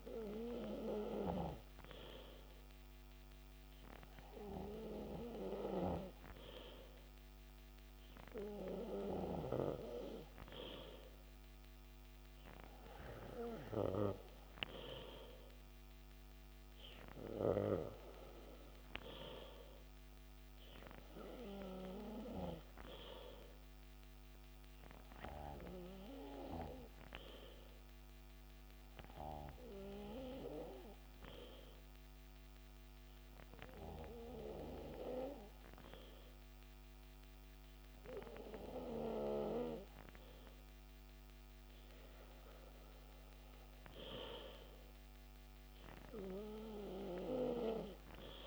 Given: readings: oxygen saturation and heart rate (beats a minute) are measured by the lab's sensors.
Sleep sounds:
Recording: breathing in sleep by a microphone on the trachea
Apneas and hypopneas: none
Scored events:
40.50-43.50 s: arousal
From the record:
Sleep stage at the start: N2 (light sleep)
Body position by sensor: on the back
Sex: male

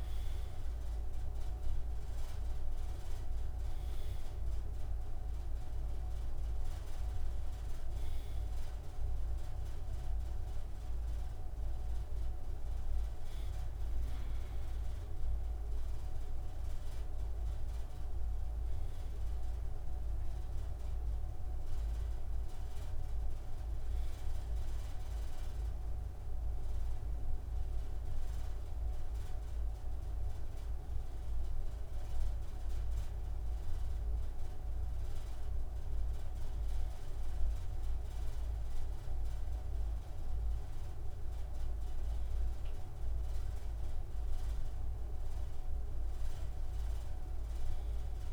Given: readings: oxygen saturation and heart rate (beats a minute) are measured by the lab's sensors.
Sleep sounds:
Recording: breathing in sleep, hard to hear, by a room microphone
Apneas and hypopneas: none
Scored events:
0.00-16.50 s: oxygen desaturation (device-marked, oxygen 91% lowest)
From the record:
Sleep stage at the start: N2 (light sleep)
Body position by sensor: on the right side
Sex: male

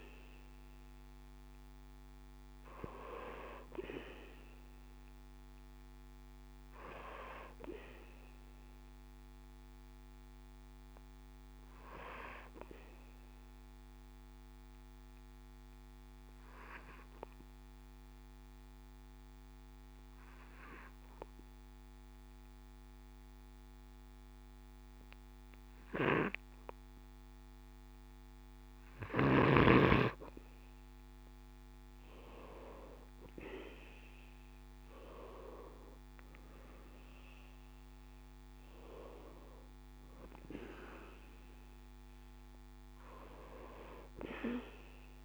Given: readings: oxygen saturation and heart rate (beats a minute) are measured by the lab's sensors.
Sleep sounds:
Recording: breathing in sleep by a microphone on the trachea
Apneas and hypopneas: 1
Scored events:
12.50-28.00 s: obstructive apnea (oxygen 95% before, 93% lowest, heart rate 70 before, 63 extreme, up 8 after)
30.50-33.50 s: arousal
From the record:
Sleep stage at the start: N2 (light sleep)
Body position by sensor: on the back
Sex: male

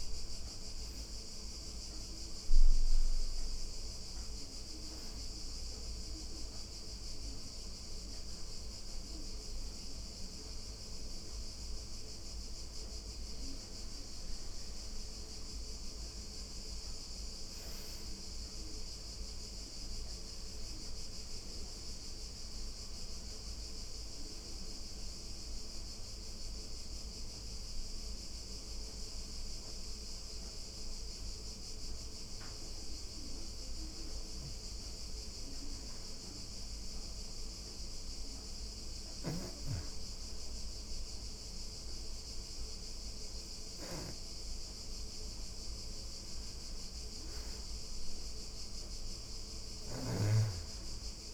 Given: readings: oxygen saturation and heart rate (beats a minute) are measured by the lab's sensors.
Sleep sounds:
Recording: breathing in sleep, hard to hear, by a room microphone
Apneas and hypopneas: 2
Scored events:
0.00-2.00 s: oxygen desaturation (device-marked, oxygen 84% lowest, heart rate 29 extreme)
2.50-14.50 s: hypopnea (oxygen 97% before, 91% lowest, heart rate 126 before, 29 extreme)
16.00-20.00 s: arousal
20.00-32.00 s: oxygen desaturation (device-marked, oxygen 97% before, 93% lowest, heart rate 76 before, 66 extreme)
25.00-37.00 s: hypopnea (oxygen 99% before, 91% lowest, heart rate 76 before, 78 extreme, up 43 after)
39.50-42.50 s: arousal
42.00-51.34 s: oxygen desaturation (device-marked, oxygen 97% before, 91% lowest, heart rate 95 before, 91 extreme)
From the record:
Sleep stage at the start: REM sleep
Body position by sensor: on the back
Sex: female

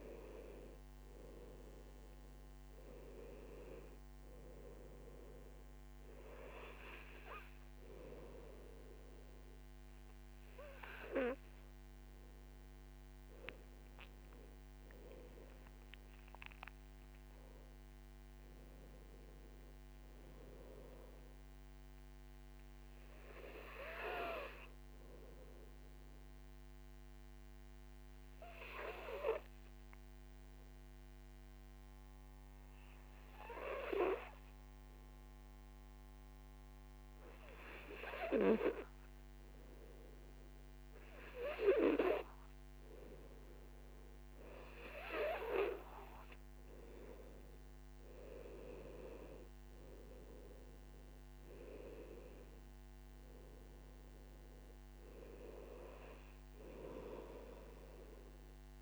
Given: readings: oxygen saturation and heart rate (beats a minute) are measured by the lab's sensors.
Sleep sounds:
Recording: breathing in sleep by a microphone on the trachea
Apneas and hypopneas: 1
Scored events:
0.00-2.00 s: arousal
0.00-21.00 s: oxygen desaturation (device-marked, oxygen 91% lowest, heart rate 55 extreme)
26.00-47.00 s: obstructive apnea (oxygen 97% before, 91% lowest, heart rate 67 before, 55 extreme, up 14 after)
43.00-58.82 s: oxygen desaturation (device-marked, oxygen 97% before, 91% lowest, heart rate 57 before, 55 extreme)
49.00-53.00 s: arousal
From the record:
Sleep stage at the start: N2 (light sleep)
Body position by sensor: on the right side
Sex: male

